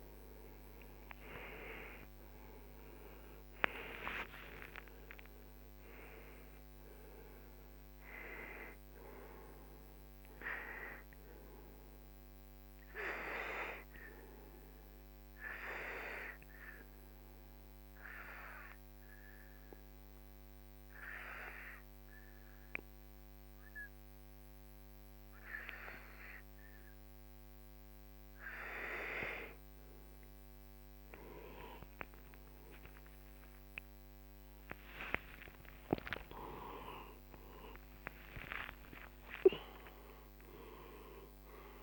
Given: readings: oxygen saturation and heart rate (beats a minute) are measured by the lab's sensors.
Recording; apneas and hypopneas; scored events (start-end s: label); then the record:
breathing in sleep by a microphone on the trachea; 1
0.00-4.00 s: arousal
0.00-26.00 s: oxygen desaturation (device-marked, oxygen 91% lowest, heart rate 43 extreme)
5.00-41.83 s: new sleep stage, N1 (lightest sleep)
13.50-29.50 s: obstructive apnea (oxygen 98% before, 90% lowest, heart rate 61 before, 43 extreme, up 20 after)
32.50-38.50 s: arousal
38.00-41.83 s: oxygen desaturation (device-marked, oxygen 98% before, 94% lowest, heart rate 49 before, 42 extreme)
From the record:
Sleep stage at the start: N2 (light sleep); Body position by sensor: on the right side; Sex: male